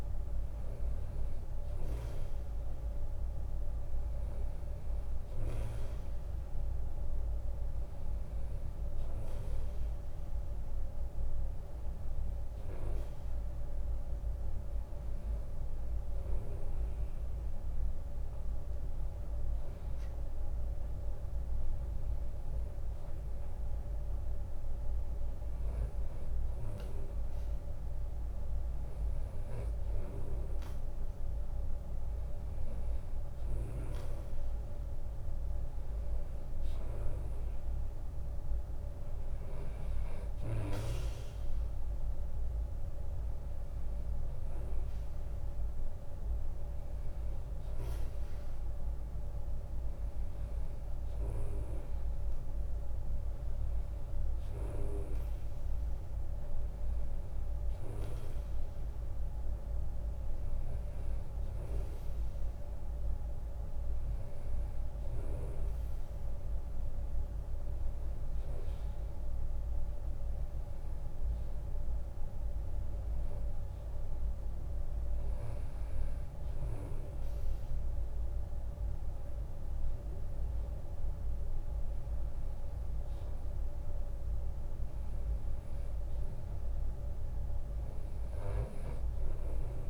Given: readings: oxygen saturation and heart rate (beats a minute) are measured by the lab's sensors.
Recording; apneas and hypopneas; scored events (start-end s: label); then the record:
breathing in sleep, hard to hear, by a room microphone; none
0.00-2.00 s: long interval between heartbeats (device-marked, heart rate 77 before, 75 extreme)
20.00-22.00 s: long interval between heartbeats (device-marked, heart rate 81 before, 74 extreme)
39.00-52.00 s: drop in pulse transit time (device-marked, heart rate 76 before, 77 extreme)
From the record:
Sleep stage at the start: REM sleep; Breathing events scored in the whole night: 224 in 3.9 hours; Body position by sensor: on the right side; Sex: male